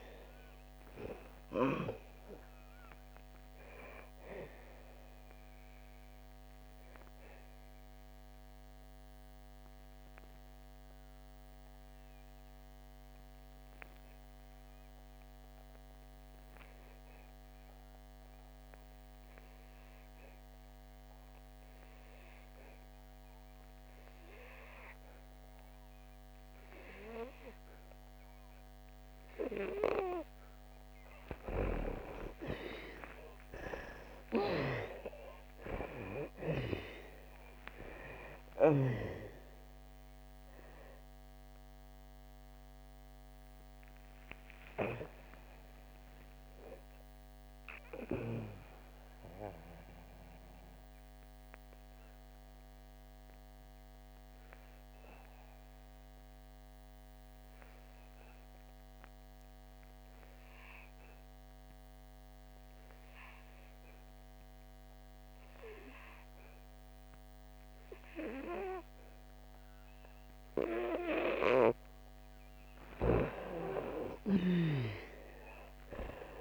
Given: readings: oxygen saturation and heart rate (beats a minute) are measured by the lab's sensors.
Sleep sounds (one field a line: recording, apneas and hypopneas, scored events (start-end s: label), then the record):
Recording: breathing in sleep by a microphone on the trachea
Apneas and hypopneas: 2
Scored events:
1.00-21.00 s: oxygen desaturation (device-marked, oxygen 98% before, 85% lowest, heart rate 67 before, 57 extreme)
6.50-31.00 s: obstructive apnea (oxygen 98% before, 84% lowest, heart rate 71 before, 57 extreme, up 31 after)
23.00-63.00 s: oxygen desaturation (device-marked, oxygen 99% before, 84% lowest, heart rate 63 before, 61 extreme)
33.00-38.50 s: arousal
49.50-72.00 s: obstructive apnea (oxygen 99% before, 84% lowest, heart rate 80 before, 58 extreme, up 13 after)
71.00-76.41 s: oxygen desaturation (device-marked, oxygen 99% before, 84% lowest, heart rate 64 before, 58 extreme)
73.50-76.41 s: arousal
From the record:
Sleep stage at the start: N2 (light sleep)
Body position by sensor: on the back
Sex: female